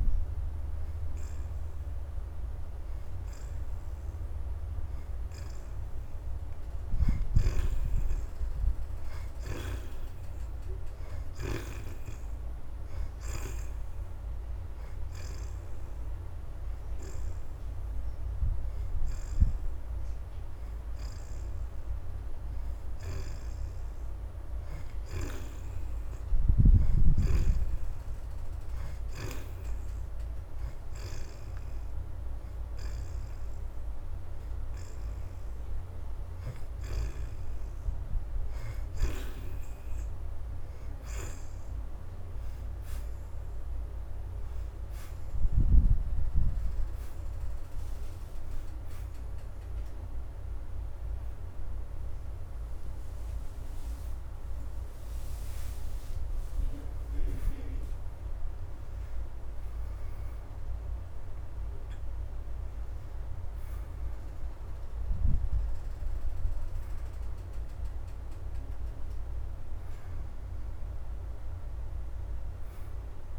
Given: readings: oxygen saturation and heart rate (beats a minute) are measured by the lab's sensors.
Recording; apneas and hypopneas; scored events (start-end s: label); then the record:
breathing in sleep by a room microphone; none
1.00-10.00 s: oxygen desaturation (device-marked, oxygen 69% before, 63% lowest, heart rate 84 before, 84 extreme)
15.00-31.00 s: oxygen desaturation (device-marked, oxygen 68% before, 60% lowest, heart rate 85 before, 85 extreme)
33.00-49.00 s: oxygen desaturation (device-marked, oxygen 69% before, 60% lowest, heart rate 86 before, 85 extreme)
47.00-51.50 s: arousal
51.00-69.00 s: oxygen desaturation (device-marked, oxygen 64% before, 59% lowest, heart rate 88 before, 85 extreme)
From the record:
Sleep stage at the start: N2 (light sleep); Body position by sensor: on the back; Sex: female